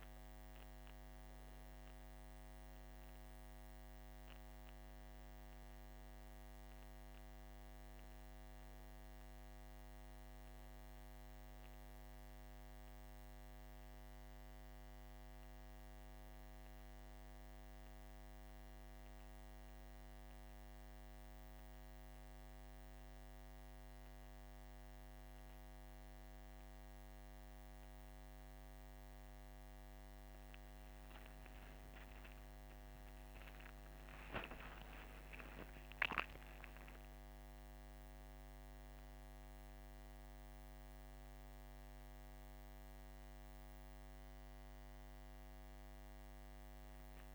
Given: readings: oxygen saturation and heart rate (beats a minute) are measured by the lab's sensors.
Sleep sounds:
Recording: breathing in sleep, hard to hear, by a microphone on the trachea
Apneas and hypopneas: none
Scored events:
32.50-36.50 s: arousal
38.50-47.35 s: new sleep stage, N2 (light sleep)
From the record:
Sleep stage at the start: N1 (lightest sleep)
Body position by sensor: on the back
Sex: male

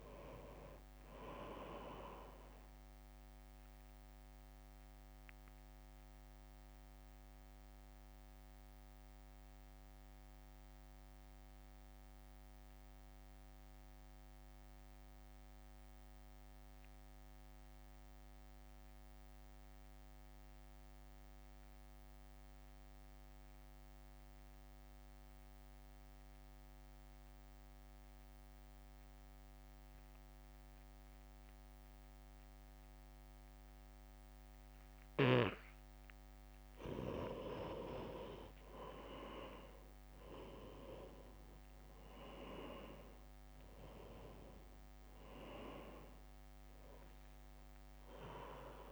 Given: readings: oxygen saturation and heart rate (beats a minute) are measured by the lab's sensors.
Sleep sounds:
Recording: breathing in sleep by a microphone on the trachea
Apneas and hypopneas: 1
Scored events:
0.00-2.00 s: oxygen desaturation (device-marked, oxygen 89% lowest, heart rate 52 extreme)
0.00-9.00 s: drop in pulse transit time (device-marked, heart rate 52 extreme)
4.00-35.50 s: mixed apnea (oxygen 98% before, 88% lowest, heart rate 58 before, 52 extreme, up 1 after)
38.00-41.00 s: arousal
38.00-48.92 s: oxygen desaturation (device-marked, oxygen 98% before, 89% lowest, heart rate 63 before, 54 extreme)
43.00-48.92 s: drop in pulse transit time (device-marked, heart rate 63 before, 54 extreme)
From the record:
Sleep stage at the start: N2 (light sleep)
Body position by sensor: on the right side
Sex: male

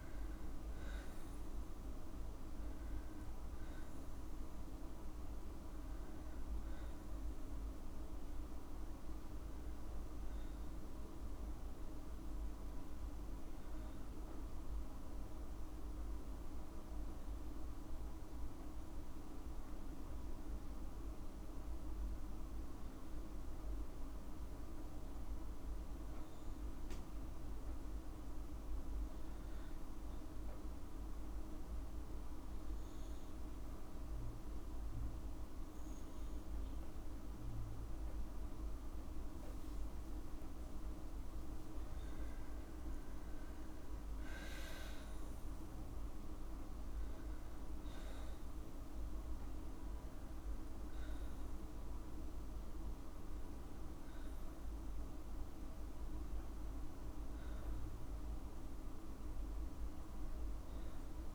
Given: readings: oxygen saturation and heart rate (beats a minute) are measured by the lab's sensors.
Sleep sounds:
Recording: breathing in sleep, hard to hear, by a room microphone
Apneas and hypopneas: 1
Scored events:
26.50-41.50 s: obstructive apnea (oxygen 96% before, 94% lowest, heart rate 55 before, 53 extreme, up 6 after)
36.00-38.00 s: long interval between heartbeats (device-marked, heart rate 54 before, 62 extreme)
44.00-46.00 s: long interval between heartbeats (device-marked, heart rate 56 before, 56 extreme)
44.50-48.00 s: arousal
From the record:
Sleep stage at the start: N2 (light sleep)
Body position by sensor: on the back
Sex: female

